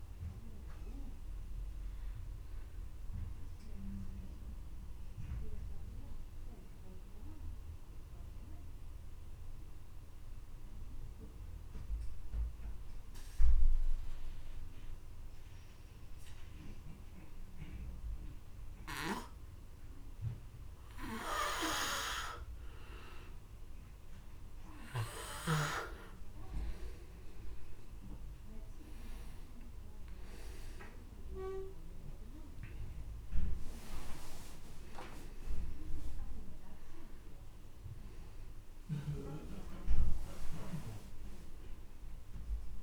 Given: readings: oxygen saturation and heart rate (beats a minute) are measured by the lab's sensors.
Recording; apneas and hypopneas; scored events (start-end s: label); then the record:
breathing in sleep by a room microphone; 1
1.00-22.50 s: obstructive apnea (oxygen 99% before, 94% lowest, heart rate 40 before, 36 extreme, up 32 after)
26.00-42.83 s: oxygen desaturation (device-marked, oxygen 98% before, 94% lowest)
27.50-31.50 s: arousal
From the record:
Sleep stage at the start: N2 (light sleep); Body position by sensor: on the back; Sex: male